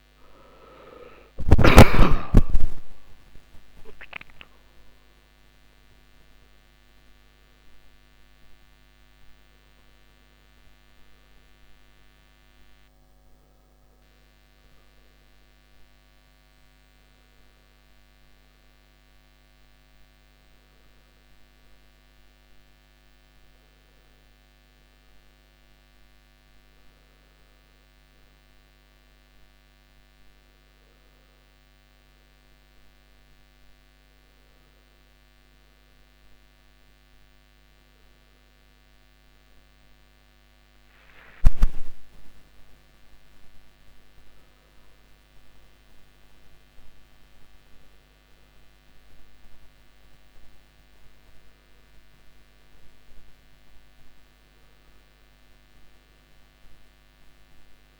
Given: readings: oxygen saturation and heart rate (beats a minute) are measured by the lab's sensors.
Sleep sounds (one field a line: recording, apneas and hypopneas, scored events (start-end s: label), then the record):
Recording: a person awake in a sleep study, by a microphone on the trachea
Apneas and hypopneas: none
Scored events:
2.50-30.50 s: oxygen desaturation (device-marked, oxygen 91% before, 88% lowest, heart rate 71 before, 66 extreme)
11.50-41.50 s: new sleep stage, awake
41.50-58.00 s: new sleep stage, N1 (lightest sleep)
From the record:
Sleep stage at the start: N2 (light sleep)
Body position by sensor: on the back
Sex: male